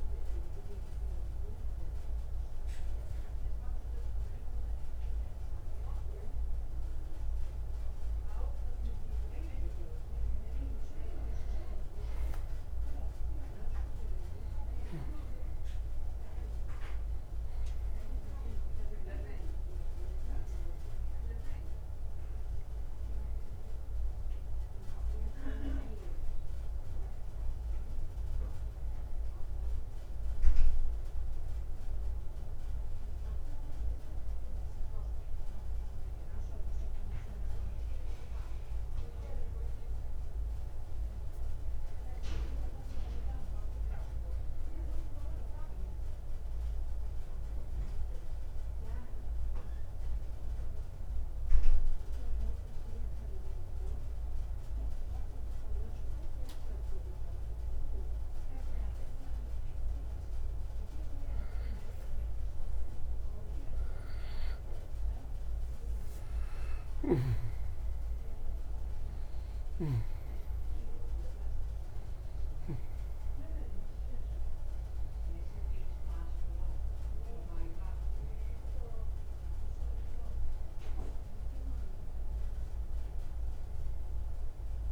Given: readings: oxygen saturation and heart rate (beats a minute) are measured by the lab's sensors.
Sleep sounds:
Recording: breathing in sleep by a room microphone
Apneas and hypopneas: 2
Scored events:
1.00-12.00 s: obstructive apnea (oxygen 95% before, 92% lowest, heart rate 64 before, 60 extreme, up 7 after)
17.50-22.00 s: arousal
50.50-65.50 s: hypopnea (oxygen 96% before, 90% lowest, heart rate 62 before, 59 extreme, up 8 after)
68.00-73.00 s: arousal
70.50-84.92 s: oxygen desaturation (device-marked, oxygen 95% before, 90% lowest, heart rate 61 before, 59 extreme)
From the record:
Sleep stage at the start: N2 (light sleep)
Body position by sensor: on the right side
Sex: male

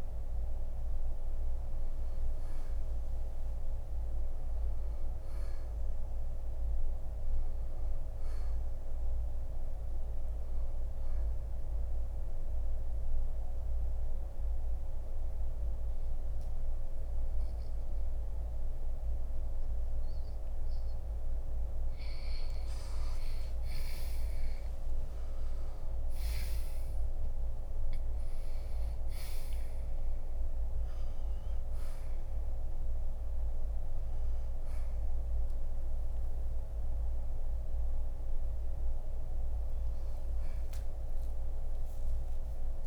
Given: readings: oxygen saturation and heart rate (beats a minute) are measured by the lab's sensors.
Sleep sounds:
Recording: breathing in sleep, hard to hear, by a room microphone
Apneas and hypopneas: 1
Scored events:
0.00-10.00 s: oxygen desaturation (device-marked, oxygen 92% before, 87% lowest, heart rate 66 before, 60 extreme)
9.00-42.87 s: new sleep stage, N2 (light sleep)
12.00-23.50 s: obstructive apnea (oxygen 93% before, 84% lowest, heart rate 68 before, 55 extreme, up 13 after)
25.00-29.50 s: arousal
From the record:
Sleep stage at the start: N1 (lightest sleep)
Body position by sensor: on the right side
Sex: male

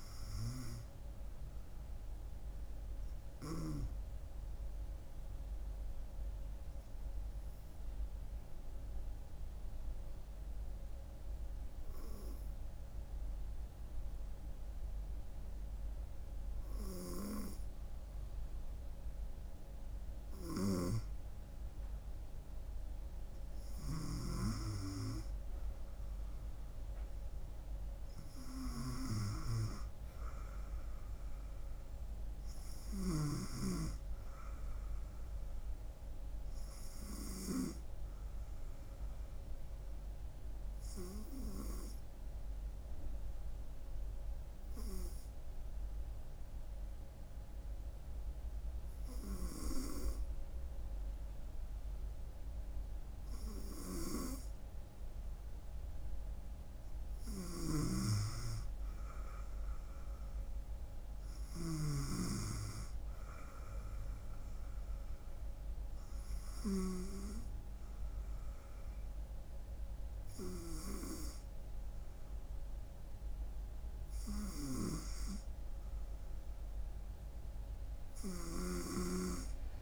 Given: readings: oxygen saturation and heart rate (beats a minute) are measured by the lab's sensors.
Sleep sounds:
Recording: breathing in sleep by a room microphone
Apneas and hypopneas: 2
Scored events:
0.00-12.00 s: oxygen desaturation (device-marked, oxygen 92% lowest, heart rate 68 extreme)
6.00-21.50 s: hypopnea (oxygen 98% before, 92% lowest, heart rate 74 before, 68 extreme, up 2 after)
20.50-24.00 s: snoring (device-marked)
26.00-30.50 s: arousal
28.00-47.00 s: oxygen desaturation (device-marked, oxygen 98% before, 94% lowest, heart rate 68 before, 66 extreme)
40.50-55.00 s: hypopnea (oxygen 98% before, 94% lowest, heart rate 70 before, 66 extreme, up 3 after)
57.50-61.50 s: arousal
57.50-62.00 s: snoring (device-marked)
From the record:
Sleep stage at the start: N2 (light sleep)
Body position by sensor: on the front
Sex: female

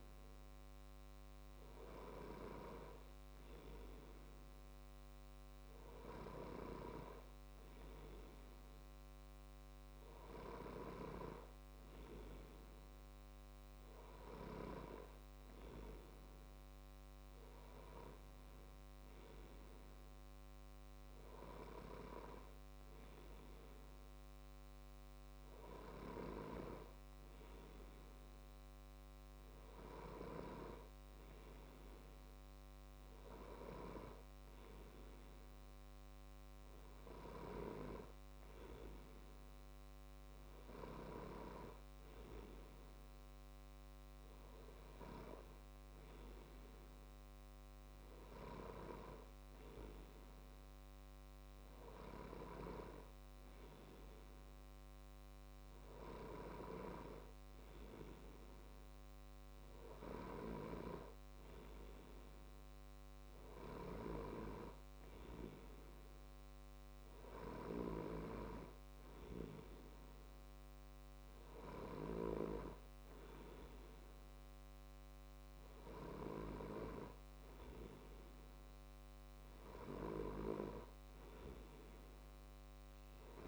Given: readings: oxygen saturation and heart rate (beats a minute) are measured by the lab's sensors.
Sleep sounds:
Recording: breathing in sleep by a microphone on the trachea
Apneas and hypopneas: none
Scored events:
none scored
From the record:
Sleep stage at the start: N2 (light sleep)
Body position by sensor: on the left side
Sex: male

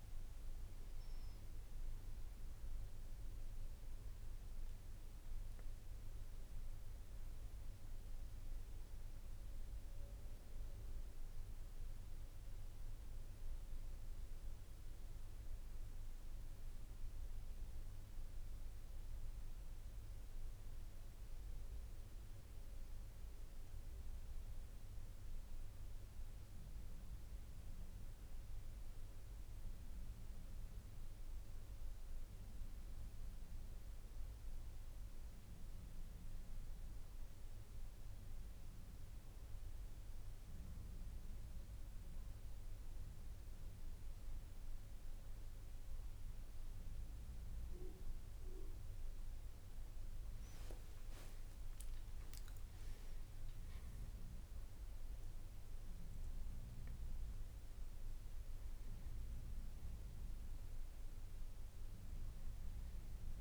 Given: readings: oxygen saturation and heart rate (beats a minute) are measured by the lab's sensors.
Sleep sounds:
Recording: breathing in sleep, hard to hear, by a room microphone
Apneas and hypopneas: none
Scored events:
none scored
From the record:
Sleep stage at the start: N1 (lightest sleep)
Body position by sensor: on the back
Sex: male

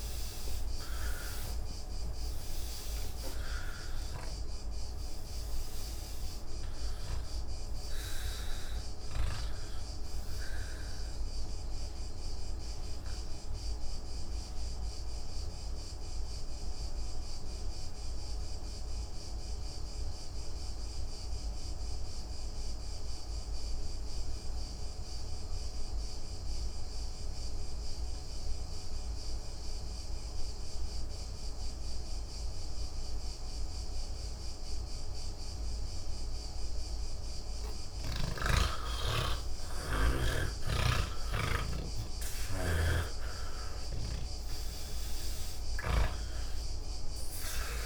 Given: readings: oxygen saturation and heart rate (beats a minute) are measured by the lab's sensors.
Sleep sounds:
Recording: breathing in sleep by a room microphone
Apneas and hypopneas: 1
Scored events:
0.00-2.00 s: oxygen desaturation (device-marked, oxygen 90% lowest, heart rate 143 extreme)
11.50-37.00 s: obstructive apnea (oxygen 100% before, 83% lowest, heart rate 178 before, 39 extreme)
13.00-22.00 s: oxygen desaturation (device-marked, oxygen 95% before, 84% lowest, heart rate 189 before, 39 extreme)
34.00-47.86 s: oxygen desaturation (device-marked, oxygen 100% before, 83% lowest, heart rate 161 before, 39 extreme)
43.00-47.86 s: snoring (device-marked)
From the record:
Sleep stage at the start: N1 (lightest sleep)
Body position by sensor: on the back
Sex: male

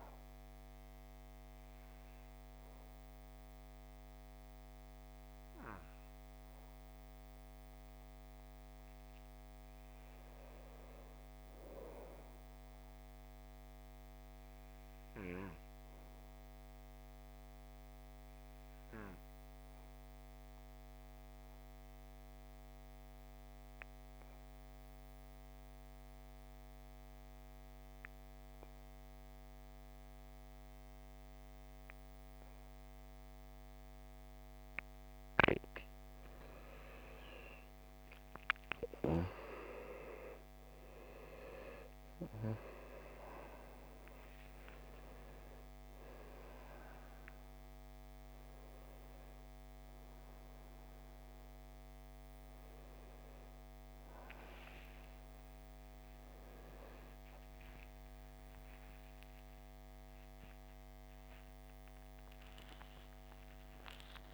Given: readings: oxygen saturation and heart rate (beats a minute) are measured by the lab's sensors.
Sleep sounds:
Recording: a person partly awake in a sleep study, by a microphone on the trachea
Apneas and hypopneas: 1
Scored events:
0.00-12.50 s: oxygen desaturation (device-marked, oxygen 91% lowest, heart rate 50 extreme)
14.50-35.50 s: obstructive apnea (oxygen 97% before, 83% lowest, heart rate 55 before, 53 extreme, up 16 after)
27.50-63.50 s: oxygen desaturation (device-marked, oxygen 97% before, 83% lowest, heart rate 52 before, 55 extreme)
35.50-64.34 s: new sleep stage, awake
From the record:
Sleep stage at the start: N2 (light sleep)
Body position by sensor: on the back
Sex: male

